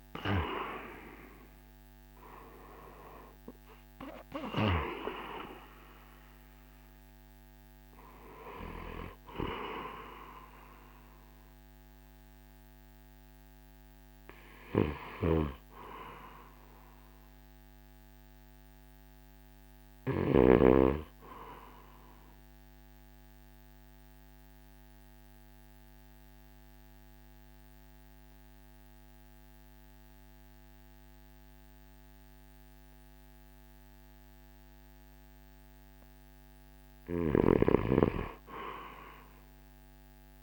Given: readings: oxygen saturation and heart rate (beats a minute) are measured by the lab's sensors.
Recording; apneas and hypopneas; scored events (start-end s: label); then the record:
breathing in sleep by a microphone on the trachea; 1
0.00-4.50 s: snoring (device-marked)
0.00-25.00 s: oxygen desaturation (device-marked, oxygen 84% lowest, heart rate 54 extreme)
1.00-14.00 s: drop in pulse transit time (device-marked, heart rate 55 before, 57 extreme)
14.50-20.50 s: snoring (device-marked)
21.00-34.50 s: obstructive apnea (oxygen 96% before, 84% lowest, heart rate 63 before, 52 extreme, up 2 after)
36.00-40.42 s: arousal
37.00-40.42 s: snoring (device-marked)
From the record:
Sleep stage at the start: REM sleep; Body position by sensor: on the right side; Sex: male